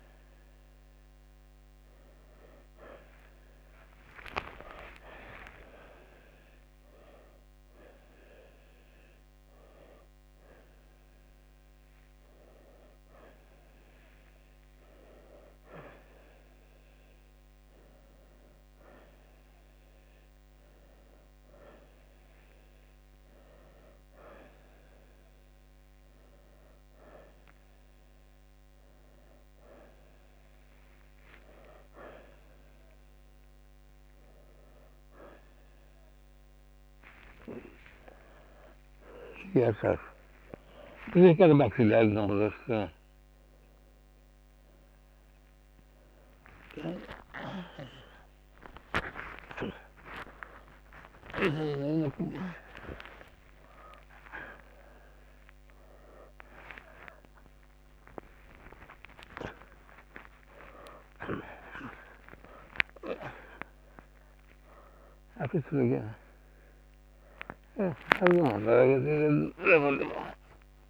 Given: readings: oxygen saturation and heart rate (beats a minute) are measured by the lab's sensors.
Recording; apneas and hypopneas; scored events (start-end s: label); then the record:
a person awake in a sleep study, by a microphone on the trachea; none
65.50-70.90 s: snoring (device-marked)
From the record:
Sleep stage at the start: awake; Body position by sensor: on the right side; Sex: male